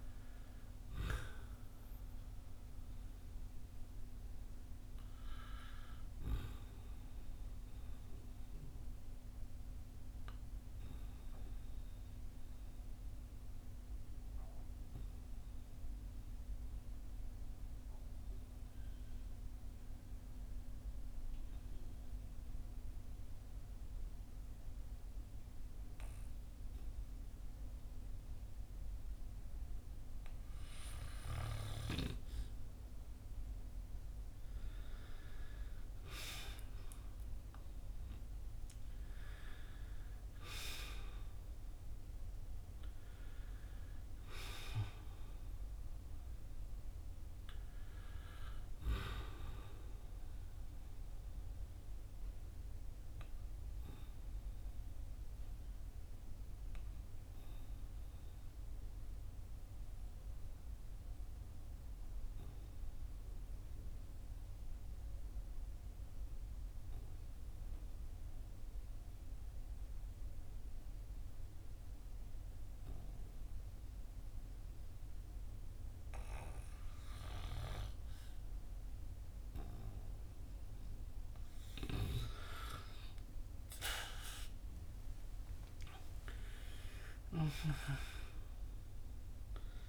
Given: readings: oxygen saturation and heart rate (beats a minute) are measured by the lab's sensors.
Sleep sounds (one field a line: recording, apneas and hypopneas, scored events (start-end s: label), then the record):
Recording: breathing in sleep by a room microphone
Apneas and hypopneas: 2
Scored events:
0.00-22.00 s: oxygen desaturation (device-marked, oxygen 89% lowest, heart rate 47 extreme)
6.00-33.00 s: obstructive apnea (oxygen 97% before, 89% lowest, heart rate 57 before, 47 extreme, up 10 after)
35.50-40.50 s: arousal
49.50-81.50 s: obstructive apnea (oxygen 97% before, 89% lowest, heart rate 57 before, 48 extreme, up 4 after)
55.00-71.00 s: oxygen desaturation (device-marked, oxygen 94% before, 91% lowest, heart rate 57 before, 48 extreme)
83.50-88.00 s: arousal
88.00-89.89 s: oxygen desaturation (device-marked, oxygen 96% before, 89% lowest, heart rate 53 before, 47 extreme)
From the record:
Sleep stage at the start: N2 (light sleep)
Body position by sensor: on the back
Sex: male